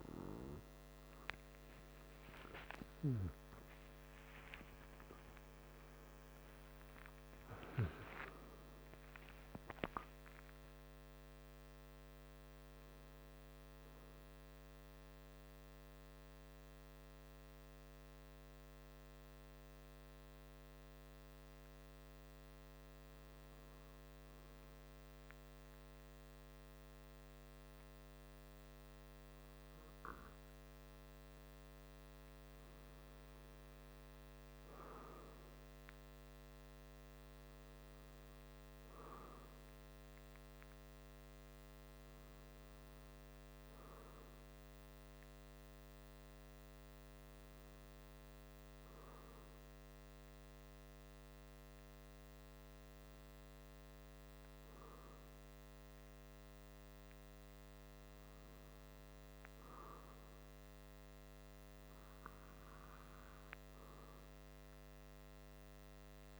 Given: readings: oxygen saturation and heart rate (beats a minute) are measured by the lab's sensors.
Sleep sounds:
breathing in sleep, hard to hear, by a microphone on the trachea; 1
3.00-8.50 s: arousal
15.50-32.00 s: mixed apnea (oxygen 97% before, 96% lowest, heart rate 54 before, 43 extreme, up 9 after)
33.00-37.50 s: arousal
48.00-66.40 s: new sleep stage, N2 (light sleep)
From the record:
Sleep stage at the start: N1 (lightest sleep); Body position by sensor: on the back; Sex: male

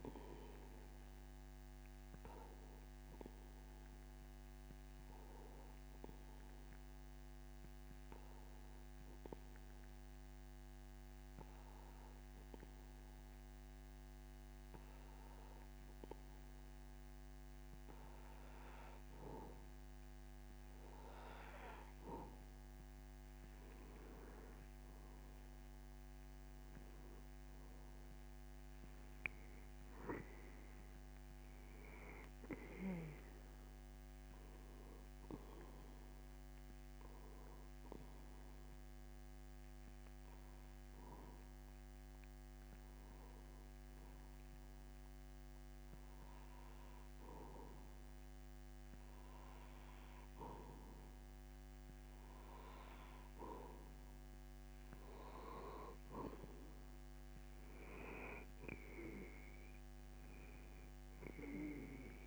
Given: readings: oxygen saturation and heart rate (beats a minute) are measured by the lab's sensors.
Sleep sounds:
breathing in sleep by a microphone on the trachea; 2
4.50-18.50 s: hypopnea (oxygen 94% before, 91% lowest)
23.50-28.00 s: arousal
37.50-48.50 s: hypopnea (oxygen 93% before, 91% lowest)
53.50-57.00 s: arousal
From the record:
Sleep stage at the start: N2 (light sleep); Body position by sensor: on the back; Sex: male

